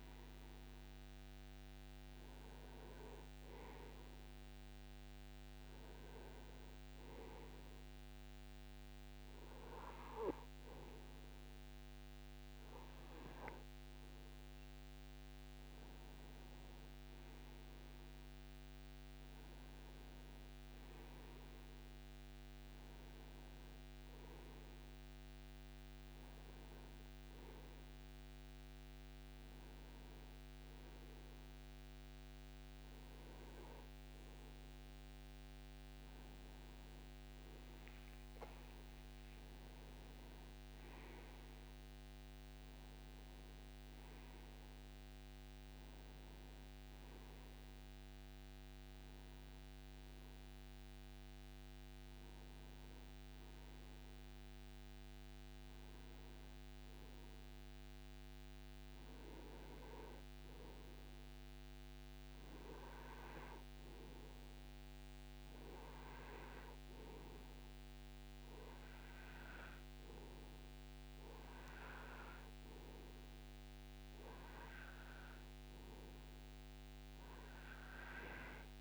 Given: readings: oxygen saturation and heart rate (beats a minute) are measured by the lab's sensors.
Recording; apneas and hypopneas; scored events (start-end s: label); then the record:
breathing in sleep, hard to hear, by a microphone on the trachea; none
39.50-44.50 s: arousal
From the record:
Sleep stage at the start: N2 (light sleep); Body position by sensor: on the right side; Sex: male